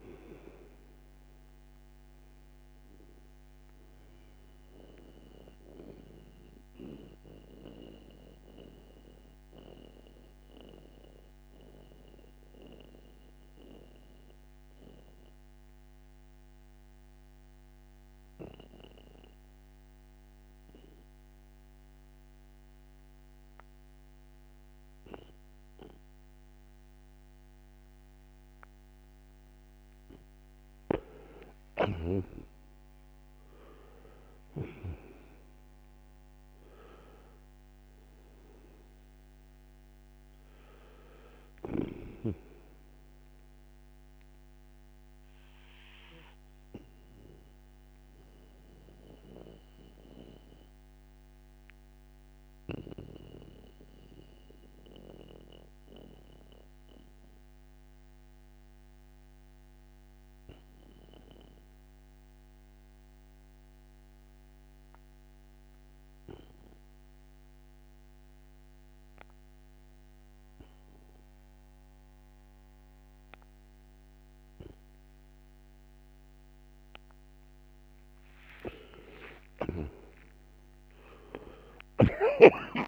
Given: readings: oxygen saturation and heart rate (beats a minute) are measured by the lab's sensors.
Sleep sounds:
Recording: breathing in sleep by a microphone on the trachea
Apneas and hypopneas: 2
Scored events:
0.00-15.00 s: oxygen desaturation (device-marked, oxygen 79% lowest, heart rate 60 extreme)
2.50-30.00 s: mixed apnea (oxygen 98% before, 79% lowest, heart rate 70 before, 60 extreme, up 24 after)
31.00-35.50 s: arousal
38.00-63.00 s: oxygen desaturation (device-marked, oxygen 98% before, 85% lowest, heart rate 67 before, 58 extreme)
44.50-77.50 s: obstructive apnea (oxygen 99% before, 80% lowest, heart rate 69 before, 58 extreme, up 21 after)
77.00-82.87 s: oxygen desaturation (device-marked, oxygen 97% before, 80% lowest, heart rate 60 before, 62 extreme)
78.00-82.87 s: arousal
81.50-82.87 s: snoring (device-marked)
From the record:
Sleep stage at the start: N2 (light sleep)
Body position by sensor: on the right side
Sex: male

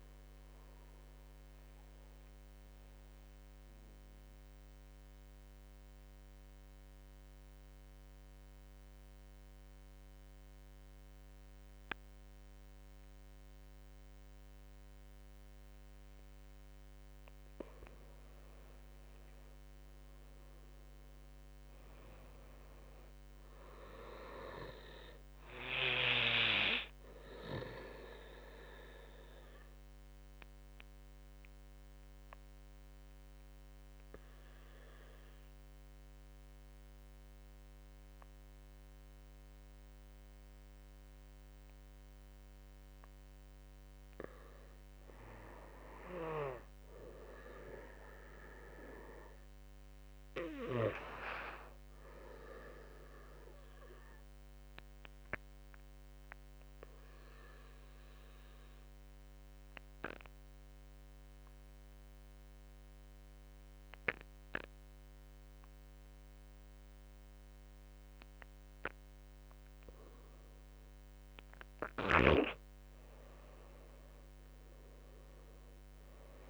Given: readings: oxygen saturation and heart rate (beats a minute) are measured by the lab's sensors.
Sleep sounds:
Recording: breathing in sleep by a microphone on the trachea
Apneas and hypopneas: 3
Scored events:
1.00-16.50 s: central apnea (oxygen 97% before, 87% lowest, heart rate 72 before, 50 extreme, up 9 after)
10.50-41.50 s: oxygen desaturation (device-marked, oxygen 99% before, 87% lowest, heart rate 61 before, 50 extreme)
18.50-22.50 s: arousal
28.50-44.00 s: obstructive apnea (oxygen 99% before, 87% lowest, heart rate 55 before, 50 extreme, up 5 after)
45.50-48.00 s: arousal
49.50-61.50 s: oxygen desaturation (device-marked, oxygen 98% before, 90% lowest, heart rate 54 before, 52 extreme)
53.50-70.50 s: obstructive apnea (oxygen 98% before, 85% lowest, heart rate 55 before, 52 extreme, up 11 after)
68.50-76.50 s: oxygen desaturation (device-marked, oxygen 95% before, 87% lowest, heart rate 55 before, 49 extreme)
73.00-76.50 s: arousal
From the record:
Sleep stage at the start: N2 (light sleep)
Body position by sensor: on the back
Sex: male

